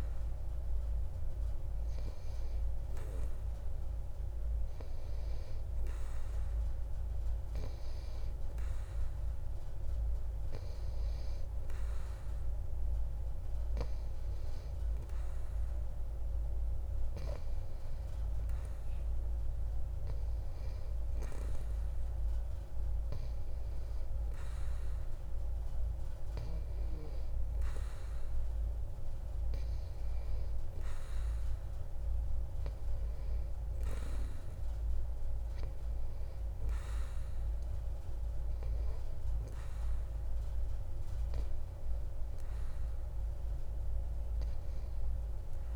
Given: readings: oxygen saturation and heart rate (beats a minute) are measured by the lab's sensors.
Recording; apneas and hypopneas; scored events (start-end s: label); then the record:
breathing in sleep, hard to hear, by a room microphone; none
none scored
From the record:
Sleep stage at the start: N2 (light sleep); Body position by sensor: on the back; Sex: male